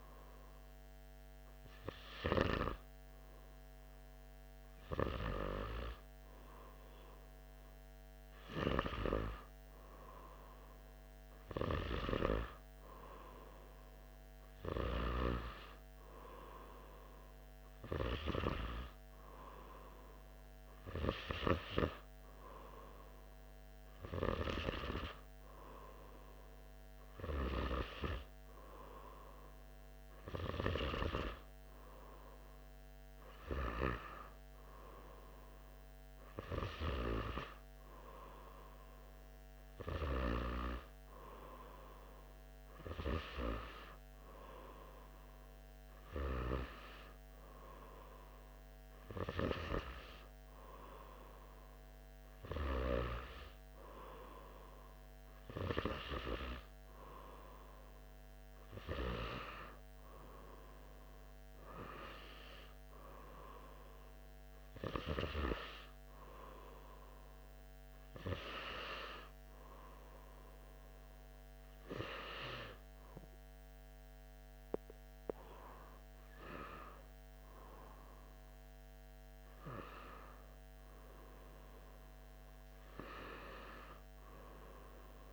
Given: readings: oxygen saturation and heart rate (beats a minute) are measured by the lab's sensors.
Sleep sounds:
breathing in sleep by a microphone on the trachea; none
none scored
From the record:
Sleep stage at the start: N1 (lightest sleep); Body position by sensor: on the right side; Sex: male

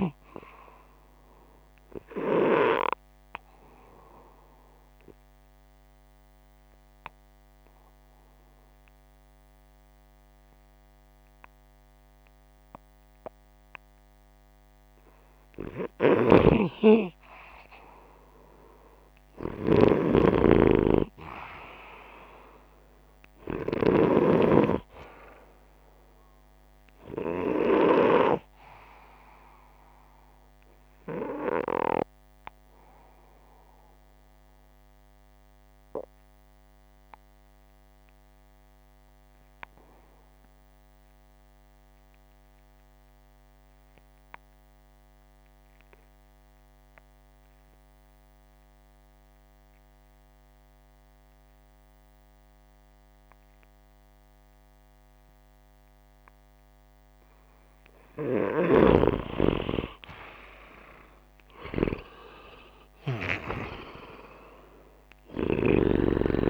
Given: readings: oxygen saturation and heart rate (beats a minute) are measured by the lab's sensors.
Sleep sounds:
breathing in sleep by a microphone on the trachea; 2
3.50-14.50 s: hypopnea (oxygen 98% before, 88% lowest, heart rate 74 before, 64 extreme, up 7 after)
12.50-25.50 s: oxygen desaturation (device-marked, oxygen 94% before, 88% lowest, heart rate 78 before, 64 extreme)
15.50-20.00 s: snoring (device-marked)
16.50-20.50 s: arousal
33.50-57.00 s: obstructive apnea (oxygen 94% before, 82% lowest, heart rate 68 before, 59 extreme, up 49 after)
37.50-52.50 s: oxygen desaturation (device-marked, oxygen 92% before, 88% lowest, heart rate 67 before, 59 extreme)
59.00-63.50 s: arousal
62.50-66.49 s: oxygen desaturation (device-marked, oxygen 96% before, 82% lowest, heart rate 75 before, 61 extreme)
From the record:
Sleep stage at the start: N2 (light sleep); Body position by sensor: upright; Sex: male

